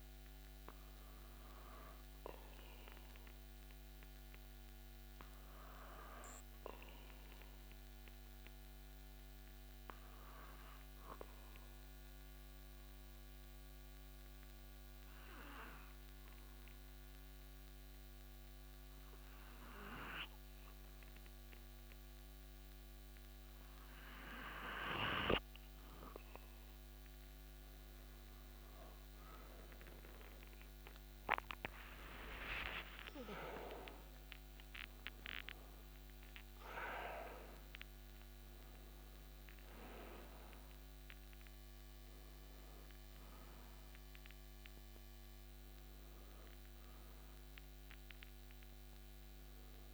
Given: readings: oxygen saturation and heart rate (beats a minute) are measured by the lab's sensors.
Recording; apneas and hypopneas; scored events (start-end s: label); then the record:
breathing in sleep by a microphone on the trachea; 1
7.00-25.00 s: obstructive apnea (oxygen 98% before, 93% lowest)
29.00-47.00 s: oxygen desaturation (device-marked, oxygen 97% before, 93% lowest)
30.50-36.00 s: arousal
From the record:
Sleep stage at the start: N2 (light sleep); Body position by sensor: on the back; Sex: male